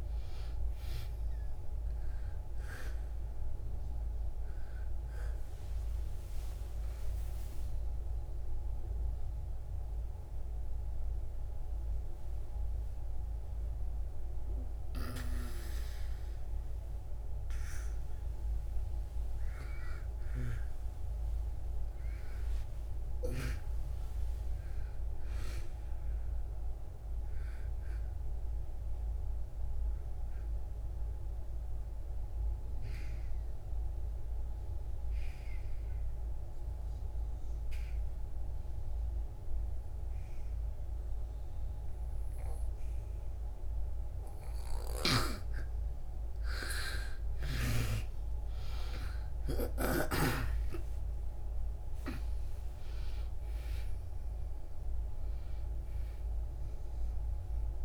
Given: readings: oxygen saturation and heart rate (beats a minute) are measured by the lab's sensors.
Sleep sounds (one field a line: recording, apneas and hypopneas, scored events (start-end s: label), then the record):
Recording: breathing in sleep by a room microphone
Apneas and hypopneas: 1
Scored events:
0.00-1.00 s: arousal
0.00-26.50 s: oxygen desaturation (device-marked, oxygen 87% lowest, heart rate 60 extreme)
21.50-25.50 s: arousal
28.00-44.50 s: obstructive apnea (oxygen 98% before, 85% lowest)
46.50-57.85 s: oxygen desaturation (device-marked, oxygen 97% before, 85% lowest)
49.50-55.50 s: arousal
From the record:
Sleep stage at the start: N2 (light sleep)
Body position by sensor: on the back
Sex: female